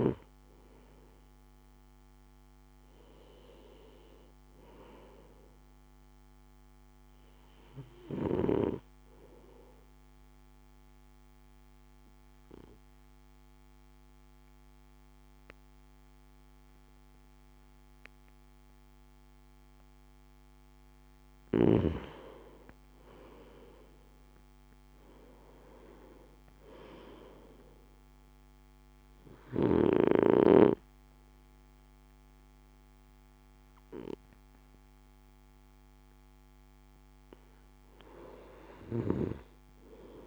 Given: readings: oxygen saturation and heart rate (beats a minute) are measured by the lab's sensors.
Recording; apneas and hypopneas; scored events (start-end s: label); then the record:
breathing in sleep by a microphone on the trachea; 1
8.50-20.50 s: obstructive apnea (oxygen 96% before, 92% lowest, heart rate 60 before, 54 extreme, up 7 after)
22.00-26.00 s: arousal
From the record:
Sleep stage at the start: N2 (light sleep); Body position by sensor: on the right side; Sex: male